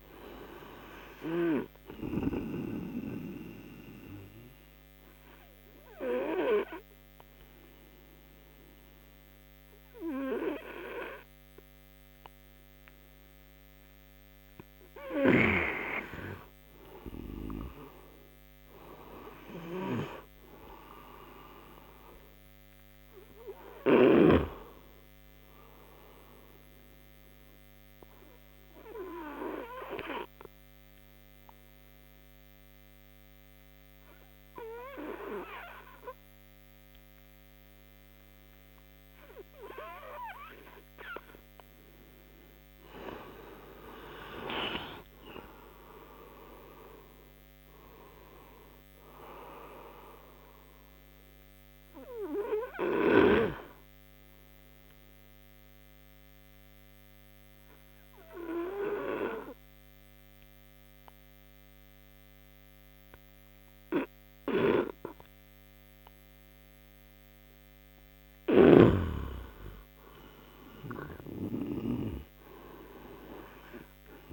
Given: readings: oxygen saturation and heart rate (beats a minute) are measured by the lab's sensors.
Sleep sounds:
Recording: breathing in sleep by a microphone on the trachea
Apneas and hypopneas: 3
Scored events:
3.50-14.50 s: obstructive apnea (oxygen 97% before, 91% lowest, heart rate 65 before, 56 extreme, up 23 after)
14.50-22.50 s: oxygen desaturation (device-marked, oxygen 96% before, 92% lowest, heart rate 65 before, 56 extreme)
17.00-20.00 s: arousal
27.00-42.50 s: obstructive apnea (oxygen 97% before, 91% lowest, heart rate 70 before, 55 extreme, up 37 after)
36.50-42.50 s: oxygen desaturation (device-marked, oxygen 95% before, 91% lowest, heart rate 70 before, 55 extreme)
44.00-48.00 s: arousal
54.50-68.50 s: obstructive apnea (oxygen 95% before, 89% lowest, heart rate 72 before, 55 extreme, up 19 after)
70.00-73.00 s: arousal
From the record:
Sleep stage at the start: N2 (light sleep)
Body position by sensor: on the right side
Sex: male

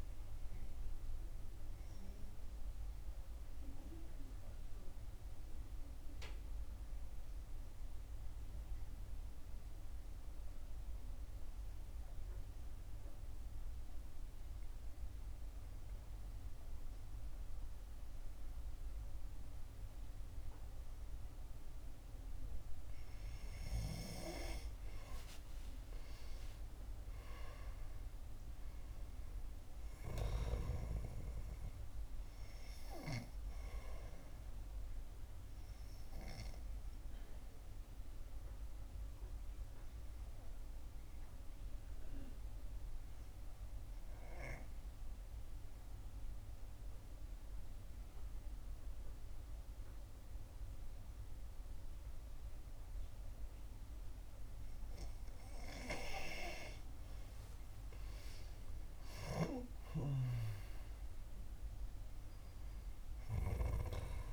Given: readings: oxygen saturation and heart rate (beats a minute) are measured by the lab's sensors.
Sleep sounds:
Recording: breathing in sleep by a room microphone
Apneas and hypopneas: 2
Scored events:
2.00-22.50 s: obstructive apnea (oxygen 97% before, 90% lowest, heart rate 64 before, 53 extreme, up 20 after)
8.00-24.00 s: oxygen desaturation (device-marked, oxygen 94% before, 90% lowest, heart rate 63 before, 54 extreme)
24.50-26.50 s: long interval between heartbeats (device-marked, heart rate 56 before, 65 extreme)
24.50-28.50 s: arousal
40.00-56.00 s: obstructive apnea (oxygen 98% before, 90% lowest, heart rate 65 before, 51 extreme, up 18 after)
45.00-58.00 s: oxygen desaturation (device-marked, oxygen 97% before, 91% lowest, heart rate 66 before, 51 extreme)
58.00-60.00 s: long interval between heartbeats (device-marked, heart rate 62 before, 72 extreme)
58.50-61.50 s: arousal
From the record:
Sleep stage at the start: N2 (light sleep)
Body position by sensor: on the back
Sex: female

